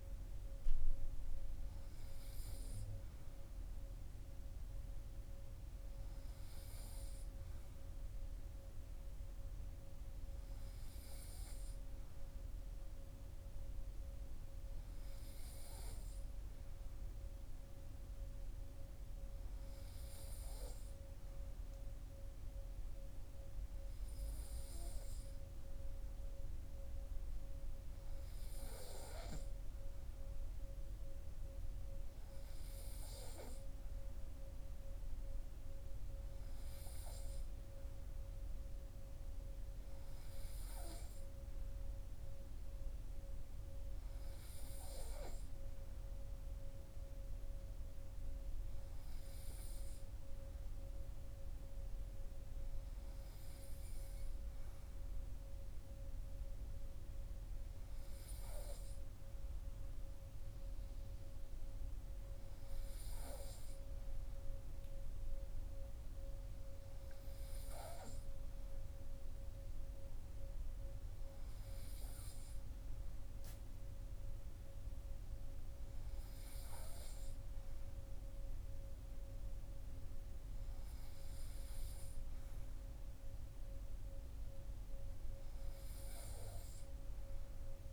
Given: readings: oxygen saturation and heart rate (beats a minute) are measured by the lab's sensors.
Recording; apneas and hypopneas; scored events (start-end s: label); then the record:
breathing in sleep, hard to hear, by a room microphone; none
55.00-87.93 s: new sleep stage, N3 (deep sleep)
From the record:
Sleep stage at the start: N2 (light sleep); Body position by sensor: on the right side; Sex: male